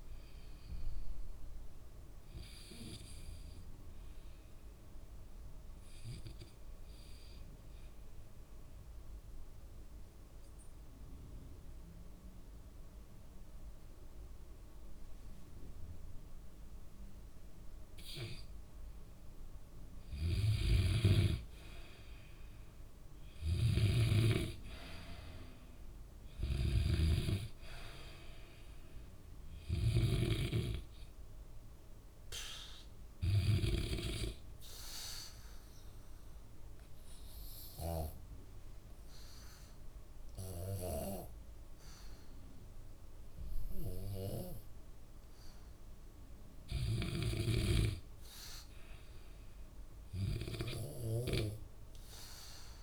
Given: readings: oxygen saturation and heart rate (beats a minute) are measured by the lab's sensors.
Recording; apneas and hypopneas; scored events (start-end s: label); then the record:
breathing in sleep by a room microphone; 2
5.00-20.50 s: obstructive apnea (oxygen 98% before, 91% lowest, heart rate 68 before, 63 extreme, up 6 after)
21.50-41.50 s: oxygen desaturation (device-marked, oxygen 98% before, 91% lowest, heart rate 65 before, 65 extreme)
22.00-25.50 s: arousal
23.50-34.00 s: snoring (device-marked)
33.50-47.00 s: obstructive apnea (oxygen 98% before, 88% lowest, heart rate 68 before, 65 extreme)
48.50-52.00 s: arousal
From the record:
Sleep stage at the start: N2 (light sleep); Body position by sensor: on the back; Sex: male